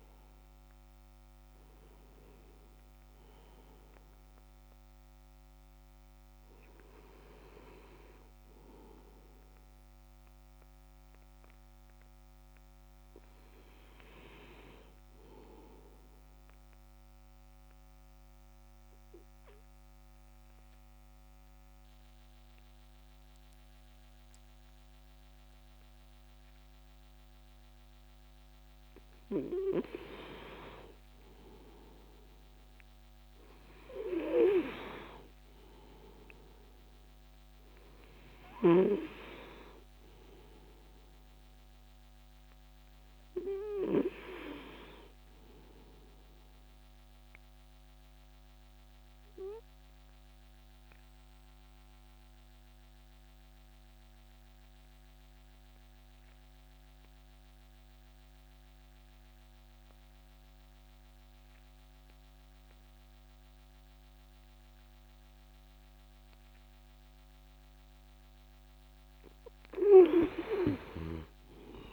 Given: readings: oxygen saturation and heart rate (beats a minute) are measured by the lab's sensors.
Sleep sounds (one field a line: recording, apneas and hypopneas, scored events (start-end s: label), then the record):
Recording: breathing in sleep by a microphone on the trachea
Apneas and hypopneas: 2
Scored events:
15.50-28.00 s: obstructive apnea (oxygen 97% before, 93% lowest, heart rate 63 before, 50 extreme, up 12 after)
17.00-71.93 s: new sleep stage, N2 (light sleep)
30.00-34.00 s: arousal
35.00-60.00 s: oxygen desaturation (device-marked, oxygen 98% before, 93% lowest, heart rate 62 before, 62 extreme)
47.50-67.50 s: obstructive apnea (oxygen 98% before, 92% lowest, heart rate 62 before, 62 extreme, up 5 after)
70.50-71.93 s: arousal
From the record:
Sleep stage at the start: REM sleep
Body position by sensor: on the back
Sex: male